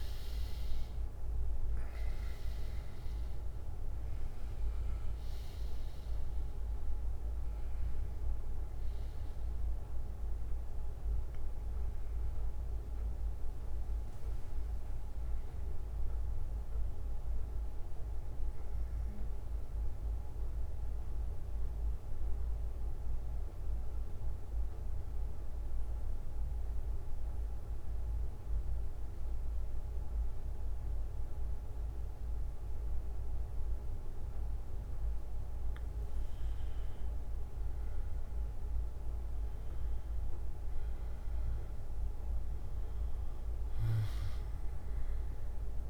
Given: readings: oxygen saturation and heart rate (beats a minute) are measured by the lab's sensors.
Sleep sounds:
breathing in sleep, hard to hear, by a room microphone; 1
0.00-28.00 s: oxygen desaturation (device-marked, oxygen 98% before, 91% lowest, heart rate 59 before, 49 extreme)
10.00-13.00 s: bradycardia (device-marked, heart rate 60 before, 57 extreme)
13.50-17.50 s: arousal
18.00-31.00 s: bradycardia (device-marked, heart rate 60 before, 50 extreme)
21.50-36.00 s: central apnea (oxygen 97% before, 91% lowest, heart rate 62 before, 49 extreme, up 18 after)
38.50-42.00 s: arousal
43.00-45.90 s: bradycardia (device-marked, heart rate 60 before, 49 extreme)
44.00-45.90 s: oxygen desaturation (device-marked, oxygen 99% before, 94% lowest, heart rate 62 before, 50 extreme)
From the record:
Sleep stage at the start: N2 (light sleep); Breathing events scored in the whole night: 228 in 4.2 hours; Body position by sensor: on the back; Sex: male

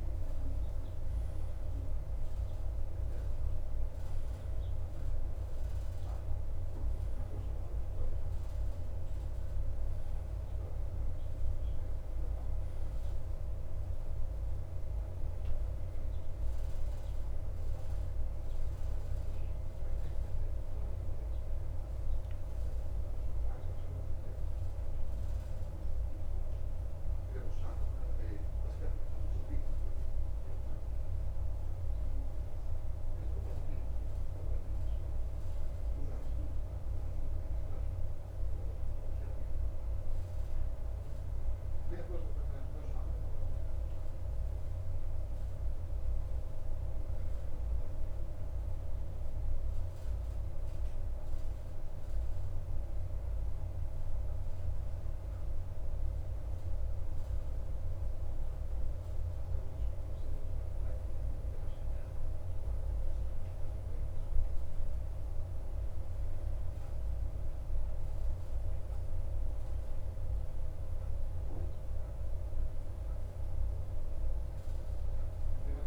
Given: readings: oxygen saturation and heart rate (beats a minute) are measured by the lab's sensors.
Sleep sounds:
breathing in sleep, hard to hear, by a room microphone; 1
16.50-21.50 s: arousal
28.00-55.50 s: hypopnea (oxygen 93% before, 90% lowest, heart rate 55 before, 51 extreme, up 2 after)
58.50-62.50 s: arousal
From the record:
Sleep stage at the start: REM sleep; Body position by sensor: on the back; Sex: male

